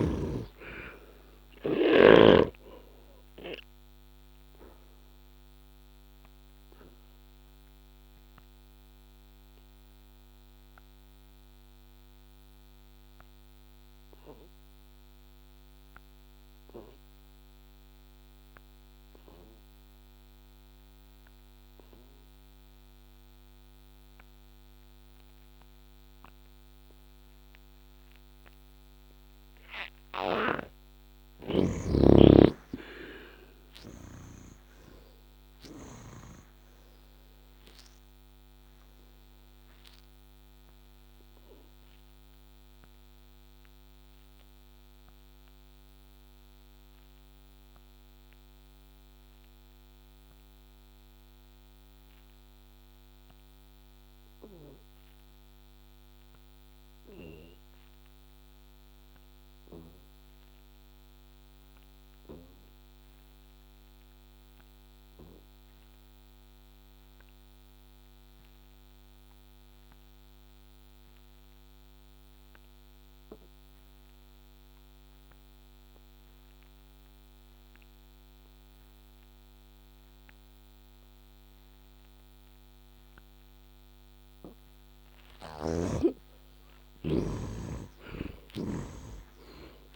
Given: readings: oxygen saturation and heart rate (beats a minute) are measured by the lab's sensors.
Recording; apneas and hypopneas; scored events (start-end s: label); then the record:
breathing in sleep by a microphone on the trachea; 2
0.00-1.00 s: arousal
0.00-2.00 s: snoring (device-marked)
3.50-28.00 s: obstructive apnea (heart rate 67 before, 63 extreme, up 8 after)
31.50-36.00 s: arousal
38.50-83.50 s: obstructive apnea (heart rate 68 before, 62 extreme, up 16 after)
86.00-89.00 s: arousal
87.50-89.96 s: snoring (device-marked)
From the record:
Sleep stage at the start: N2 (light sleep); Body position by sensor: on the back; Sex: male